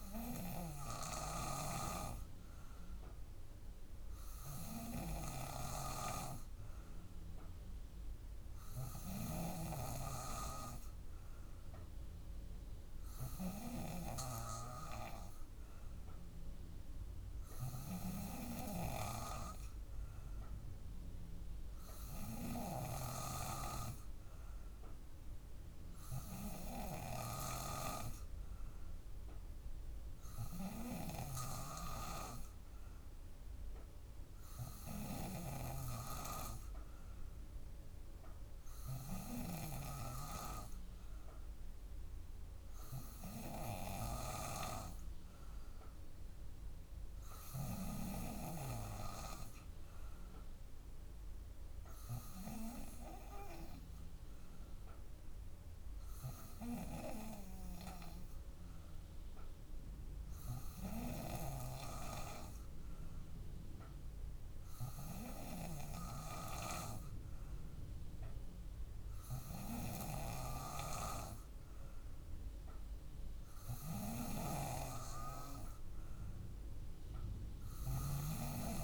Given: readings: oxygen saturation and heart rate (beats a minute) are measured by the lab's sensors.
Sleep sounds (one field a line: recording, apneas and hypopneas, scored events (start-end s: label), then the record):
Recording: breathing in sleep by a room microphone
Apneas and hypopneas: none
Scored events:
none scored
From the record:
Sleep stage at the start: N2 (light sleep)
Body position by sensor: on the back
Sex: female